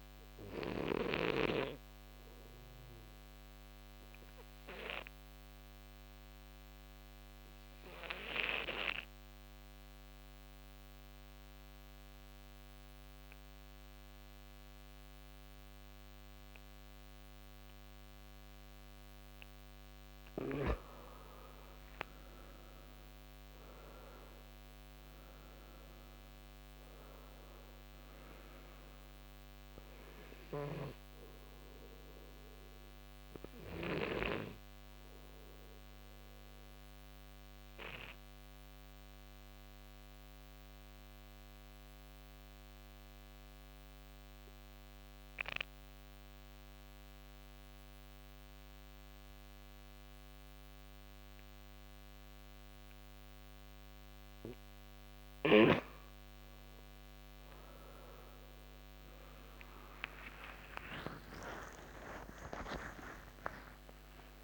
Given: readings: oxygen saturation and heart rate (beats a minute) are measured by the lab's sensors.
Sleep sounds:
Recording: breathing in sleep by a microphone on the trachea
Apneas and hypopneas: 2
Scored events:
2.00-12.00 s: oxygen desaturation (device-marked, oxygen 96% before, 90% lowest, heart rate 68 before, 65 extreme)
3.00-21.00 s: obstructive apnea (oxygen 96% before, 86% lowest, heart rate 68 before, 63 extreme, up 10 after)
17.00-43.00 s: oxygen desaturation (device-marked, oxygen 95% before, 86% lowest, heart rate 70 before, 63 extreme)
22.50-26.50 s: arousal
36.00-56.50 s: obstructive apnea (oxygen 95% before, 86% lowest, heart rate 72 before, 65 extreme, up 49 after)
54.00-64.44 s: oxygen desaturation (device-marked, oxygen 97% before, 88% lowest, heart rate 67 before, 61 extreme)
59.50-64.44 s: arousal
From the record:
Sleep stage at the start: N2 (light sleep)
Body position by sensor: on the right side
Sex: male

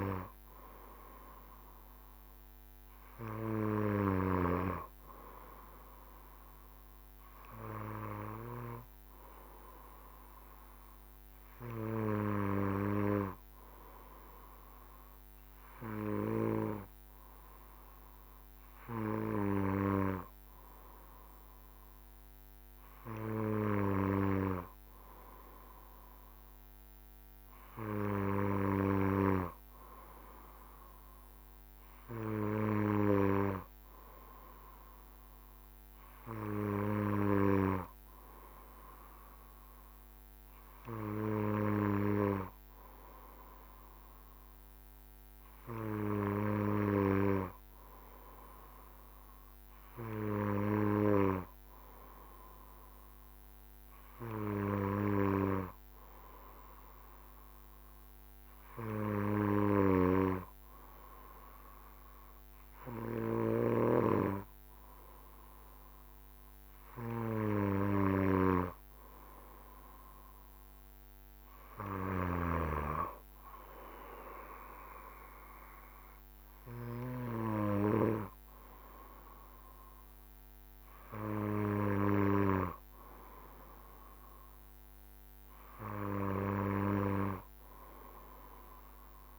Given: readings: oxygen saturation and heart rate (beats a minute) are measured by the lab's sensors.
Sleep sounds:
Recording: breathing in sleep by a microphone on the trachea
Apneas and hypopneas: none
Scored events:
none scored
From the record:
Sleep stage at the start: N2 (light sleep)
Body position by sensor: on the back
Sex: male

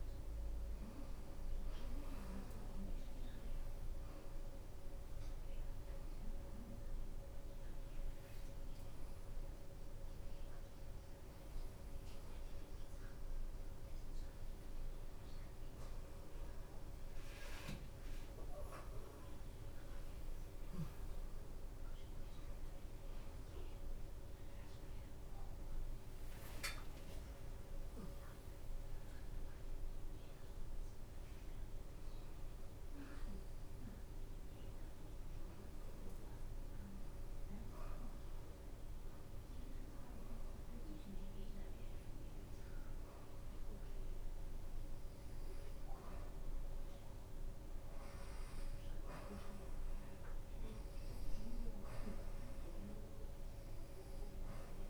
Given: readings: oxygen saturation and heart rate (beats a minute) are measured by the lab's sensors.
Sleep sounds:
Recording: breathing in sleep, hard to hear, by a room microphone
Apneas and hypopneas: none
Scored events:
0.00-1.00 s: long interval between heartbeats (device-marked, heart rate 117 extreme)
2.50-4.50 s: long interval between heartbeats (device-marked, heart rate 100 before, 105 extreme)
52.50-54.90 s: oxygen desaturation (device-marked, oxygen 91% before, 88% lowest)
From the record:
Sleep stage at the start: N2 (light sleep)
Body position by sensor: upright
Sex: female

